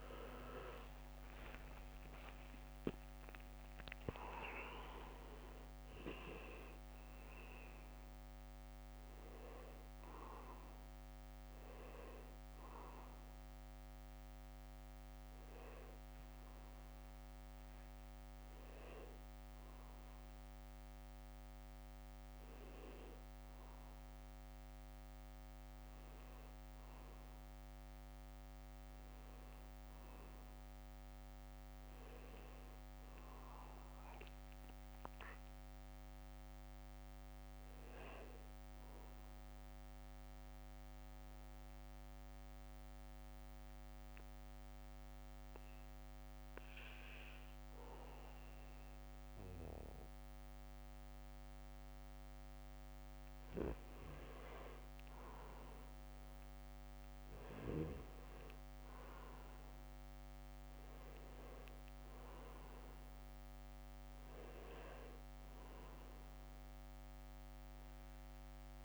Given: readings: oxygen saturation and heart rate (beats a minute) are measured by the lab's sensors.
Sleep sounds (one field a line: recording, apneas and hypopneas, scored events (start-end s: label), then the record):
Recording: breathing in sleep by a microphone on the trachea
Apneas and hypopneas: 1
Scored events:
0.00-2.00 s: oxygen desaturation (device-marked, oxygen 90% lowest, heart rate 63 extreme)
0.50-4.50 s: arousal
1.00-6.00 s: leg movement (device-marked)
7.00-28.00 s: oxygen desaturation (device-marked, oxygen 93% before, 83% lowest, heart rate 70 before, 72 extreme)
30.00-33.50 s: arousal
42.00-54.00 s: mixed apnea (oxygen 99% before, 86% lowest, heart rate 77 before, 69 extreme, up 1 after)
56.00-61.00 s: arousal
59.00-68.85 s: oxygen desaturation (device-marked, oxygen 96% before, 91% lowest, heart rate 74 before, 69 extreme)
From the record:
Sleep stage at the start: N1 (lightest sleep)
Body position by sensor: on the back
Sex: male